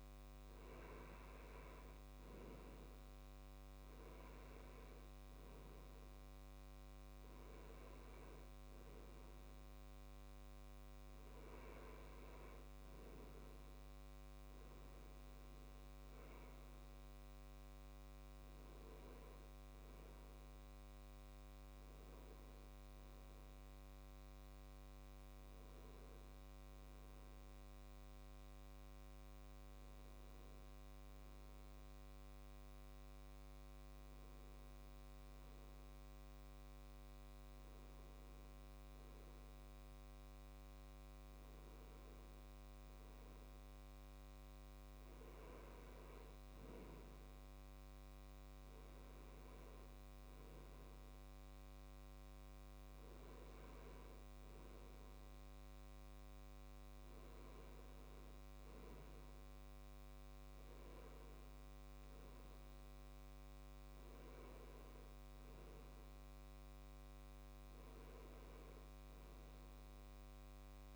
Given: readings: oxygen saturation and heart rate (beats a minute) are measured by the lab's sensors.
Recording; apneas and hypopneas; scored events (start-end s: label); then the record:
breathing in sleep, hard to hear, by a microphone on the trachea; none
none scored
From the record:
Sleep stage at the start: N2 (light sleep); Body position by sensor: on the left side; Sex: male